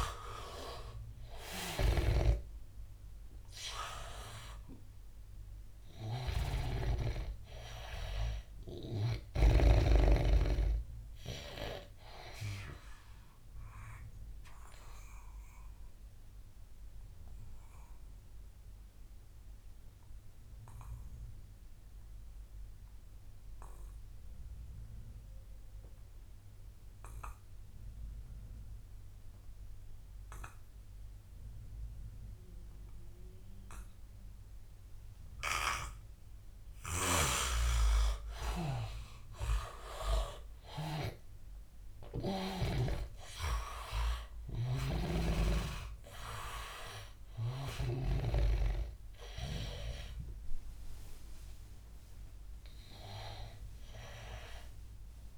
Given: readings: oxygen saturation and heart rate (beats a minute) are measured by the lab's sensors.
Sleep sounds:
breathing in sleep by a room microphone; 1
0.00-9.50 s: snoring (device-marked)
0.00-23.50 s: oxygen desaturation (device-marked, oxygen 81% lowest, heart rate 78 extreme)
0.50-5.00 s: arousal
13.50-36.50 s: obstructive apnea (oxygen 99% before, 81% lowest, heart rate 88 before, 84 extreme, up 9 after)
34.50-55.37 s: oxygen desaturation (device-marked, oxygen 99% before, 84% lowest, heart rate 88 before, 90 extreme)
37.00-42.50 s: snoring (device-marked)
44.50-48.00 s: snoring (device-marked)
45.50-55.37 s: new sleep stage, awake
From the record:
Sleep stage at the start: N2 (light sleep); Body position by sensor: on the back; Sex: male

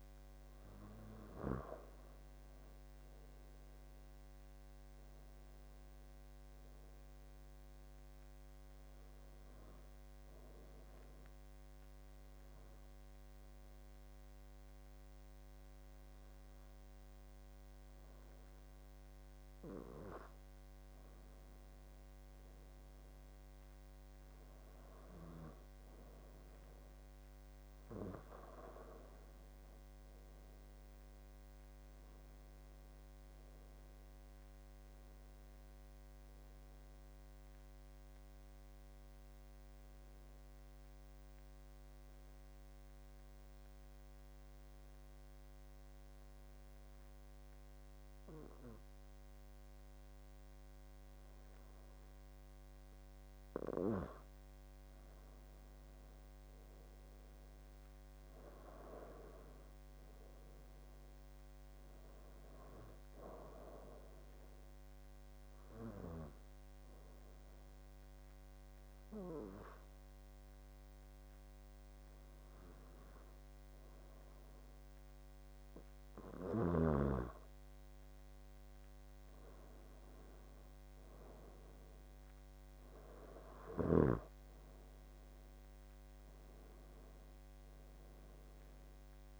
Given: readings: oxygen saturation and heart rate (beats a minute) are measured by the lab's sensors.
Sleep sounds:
breathing in sleep by a microphone on the trachea; 3
0.00-2.50 s: arousal
6.50-18.50 s: oxygen desaturation (device-marked, oxygen 94% before, 90% lowest, heart rate 79 before, 68 extreme)
7.00-19.00 s: obstructive apnea (oxygen 94% before, 87% lowest, heart rate 79 before, 68 extreme, up 16 after)
22.00-25.00 s: arousal
25.50-39.50 s: oxygen desaturation (device-marked, oxygen 94% before, 90% lowest, heart rate 78 before, 74 extreme)
38.50-52.00 s: obstructive apnea (oxygen 94% before, 87% lowest, heart rate 82 before, 77 extreme, up 9 after)
55.00-58.00 s: arousal
56.50-74.50 s: oxygen desaturation (device-marked, oxygen 93% before, 87% lowest, heart rate 78 before, 77 extreme)
64.00-76.50 s: obstructive apnea (oxygen 93% before, 82% lowest, heart rate 81 before, 77 extreme, up 8 after)
79.50-83.00 s: arousal
84.50-89.40 s: oxygen desaturation (device-marked, oxygen 94% before, 89% lowest, heart rate 80 before, 77 extreme)
From the record:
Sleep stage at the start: N2 (light sleep); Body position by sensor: on the back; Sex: male

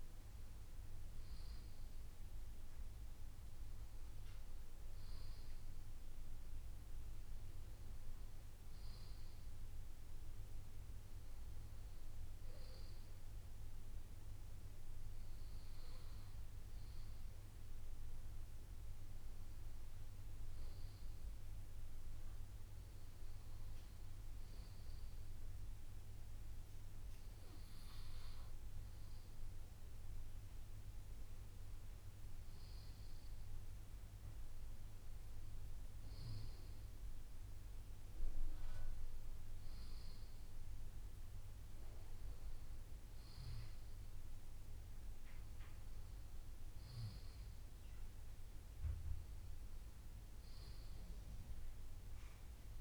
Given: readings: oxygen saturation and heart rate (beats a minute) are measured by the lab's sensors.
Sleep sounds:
breathing in sleep, hard to hear, by a room microphone; none
none scored
From the record:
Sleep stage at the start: N2 (light sleep); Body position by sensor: on the left side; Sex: male

